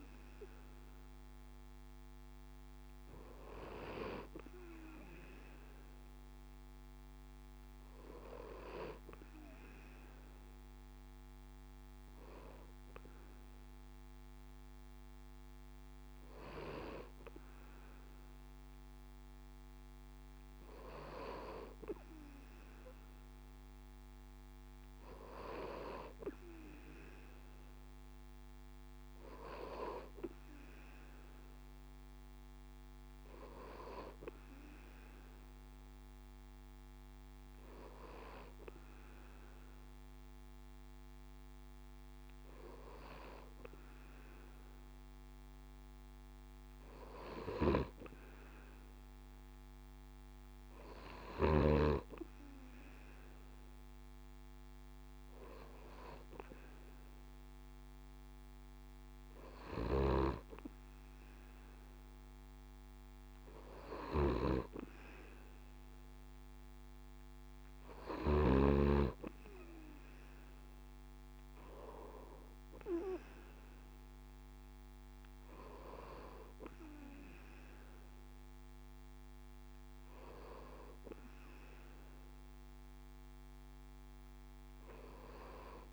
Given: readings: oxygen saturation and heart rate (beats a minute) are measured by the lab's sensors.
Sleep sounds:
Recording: breathing in sleep by a microphone on the trachea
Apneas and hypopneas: 1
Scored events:
36.00-57.00 s: hypopnea (oxygen 99% before, 96% lowest, heart rate 68 before, 63 extreme, up 5 after)
60.00-63.50 s: arousal
From the record:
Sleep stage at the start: N2 (light sleep)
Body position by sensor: on the right side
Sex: male

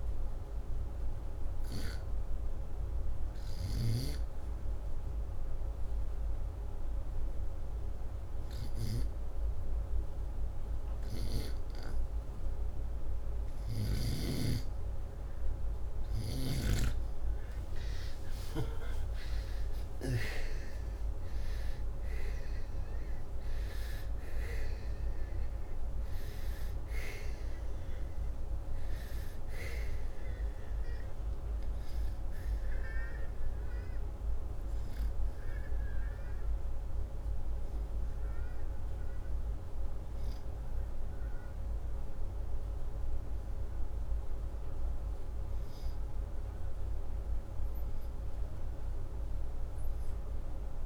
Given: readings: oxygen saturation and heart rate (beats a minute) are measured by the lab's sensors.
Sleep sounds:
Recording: breathing in sleep by a room microphone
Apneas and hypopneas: none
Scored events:
17.50-22.00 s: arousal
25.00-50.86 s: oxygen desaturation (device-marked, oxygen 96% before, 90% lowest, heart rate 80 before, 76 extreme)
From the record:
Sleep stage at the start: REM sleep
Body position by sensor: upright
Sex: male

